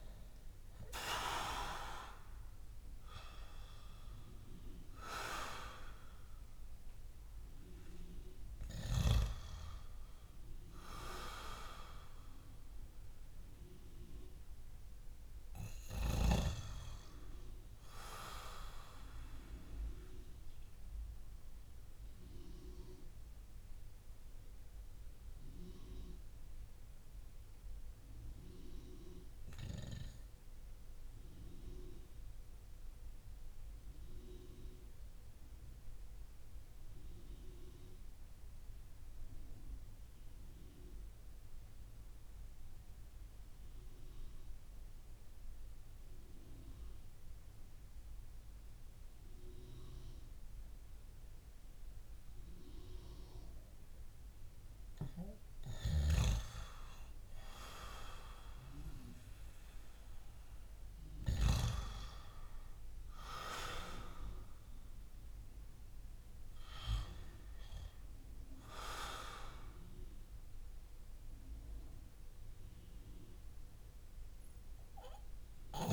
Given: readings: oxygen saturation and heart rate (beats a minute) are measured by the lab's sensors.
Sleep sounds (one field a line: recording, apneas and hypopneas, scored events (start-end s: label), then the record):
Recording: breathing in sleep by a room microphone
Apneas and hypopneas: 1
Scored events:
0.00-3.00 s: arousal
0.00-10.00 s: oxygen desaturation (device-marked, oxygen 79% lowest)
19.00-54.50 s: mixed apnea (oxygen 88% before, 87% lowest)
48.00-75.93 s: oxygen desaturation (device-marked, oxygen 98% before, 87% lowest)
56.00-61.00 s: arousal
From the record:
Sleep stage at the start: REM sleep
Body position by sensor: on the back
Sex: male